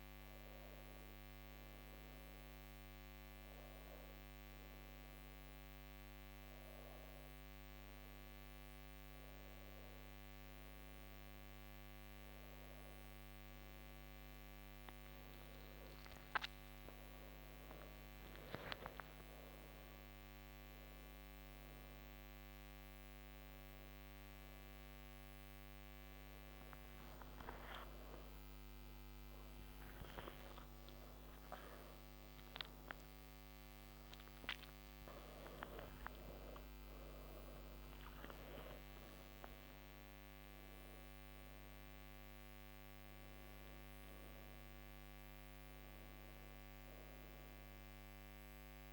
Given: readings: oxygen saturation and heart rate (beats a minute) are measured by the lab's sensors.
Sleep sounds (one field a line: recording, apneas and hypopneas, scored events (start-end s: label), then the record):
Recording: a person awake in a sleep study, hard to hear, by a microphone on the trachea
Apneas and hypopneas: none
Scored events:
19.50-48.93 s: new sleep stage, awake
From the record:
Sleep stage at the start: N2 (light sleep)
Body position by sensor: on the back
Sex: female